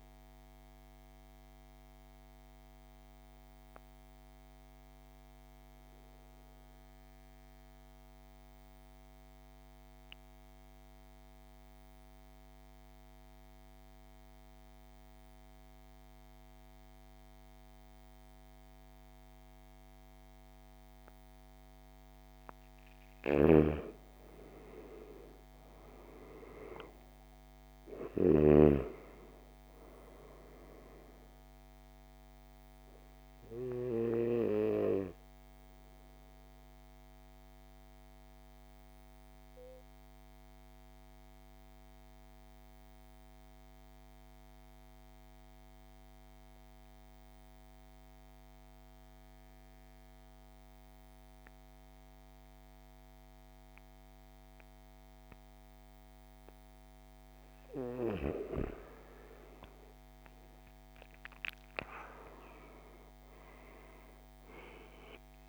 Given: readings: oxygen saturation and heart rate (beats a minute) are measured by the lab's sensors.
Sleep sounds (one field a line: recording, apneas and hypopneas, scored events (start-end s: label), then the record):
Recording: breathing in sleep by a microphone on the trachea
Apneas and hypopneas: 2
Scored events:
0.00-20.50 s: oxygen desaturation (device-marked, oxygen 90% lowest, heart rate 50 extreme)
0.50-21.50 s: obstructive apnea (oxygen 98% before, 86% lowest, heart rate 54 before, 50 extreme, up 11 after)
23.50-27.50 s: arousal
25.50-52.50 s: oxygen desaturation (device-marked, oxygen 98% before, 87% lowest, heart rate 53 before, 50 extreme)
32.00-56.00 s: obstructive apnea (oxygen 98% before, 85% lowest, heart rate 56 before, 50 extreme, up 17 after)
58.50-63.00 s: arousal
From the record:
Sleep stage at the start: N2 (light sleep)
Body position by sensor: on the right side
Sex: male